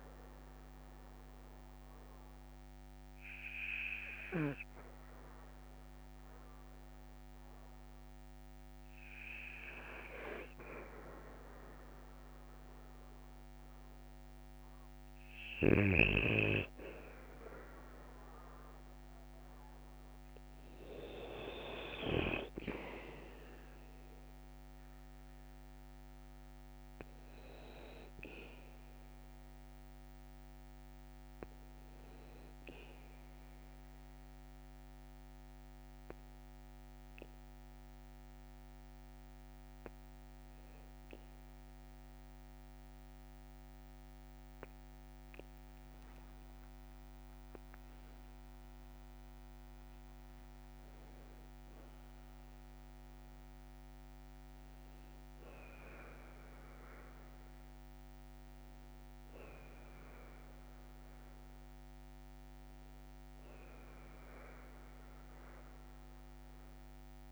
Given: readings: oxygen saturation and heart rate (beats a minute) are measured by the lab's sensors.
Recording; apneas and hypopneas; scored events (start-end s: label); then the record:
breathing in sleep by a microphone on the trachea; 2
1.50-15.00 s: obstructive apnea (oxygen 96% before, 93% lowest, heart rate 57 before, 55 extreme, up 7 after)
18.00-21.50 s: arousal
32.50-45.50 s: obstructive apnea (oxygen 97% before, 93% lowest, heart rate 60 before, 55 extreme)
45.50-47.50 s: long interval between heartbeats (device-marked, heart rate 59 before, 64 extreme)
45.50-50.50 s: tachycardia (device-marked, heart rate 57 before, 126 extreme)
47.50-51.50 s: arousal
48.00-50.00 s: long interval between heartbeats (device-marked, heart rate 60 before, 97 extreme)
50.00-52.00 s: long interval between heartbeats (device-marked, heart rate 65 before, 126 extreme)
From the record:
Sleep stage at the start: N2 (light sleep); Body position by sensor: on the back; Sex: male